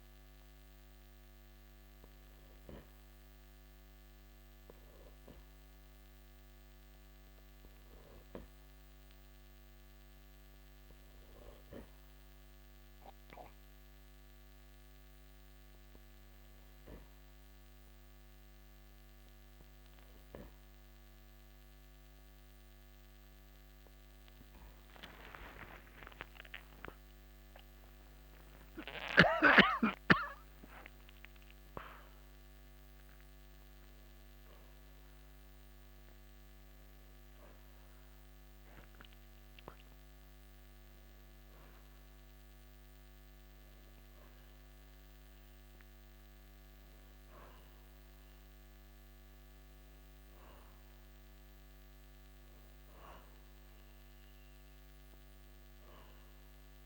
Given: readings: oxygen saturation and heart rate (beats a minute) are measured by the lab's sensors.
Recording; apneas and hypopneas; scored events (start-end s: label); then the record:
breathing in sleep by a microphone on the trachea; none
25.50-31.00 s: arousal
From the record:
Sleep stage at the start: N2 (light sleep); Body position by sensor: on the back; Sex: male